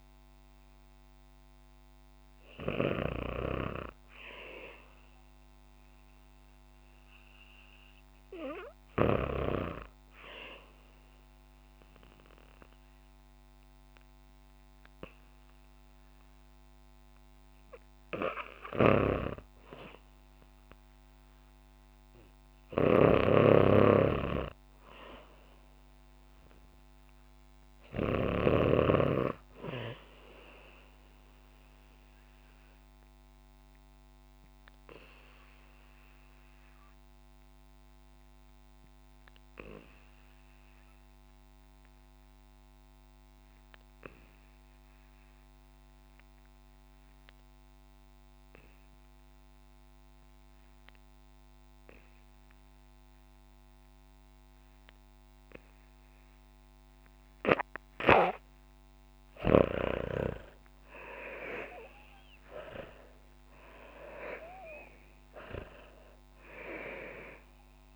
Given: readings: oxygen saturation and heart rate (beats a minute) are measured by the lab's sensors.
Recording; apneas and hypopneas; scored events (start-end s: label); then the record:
breathing in sleep by a microphone on the trachea; 1
0.00-15.50 s: oxygen desaturation (device-marked, oxygen 72% lowest, heart rate 49 extreme)
22.50-28.50 s: snoring (device-marked)
23.00-27.50 s: arousal
32.00-57.50 s: obstructive apnea (oxygen 98% before, 78% lowest, heart rate 62 before, 53 extreme, up 13 after)
48.50-67.96 s: oxygen desaturation (device-marked, oxygen 97% before, 78% lowest, heart rate 60 before, 53 extreme)
59.50-64.00 s: arousal
From the record:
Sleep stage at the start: REM sleep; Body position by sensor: on the back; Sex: female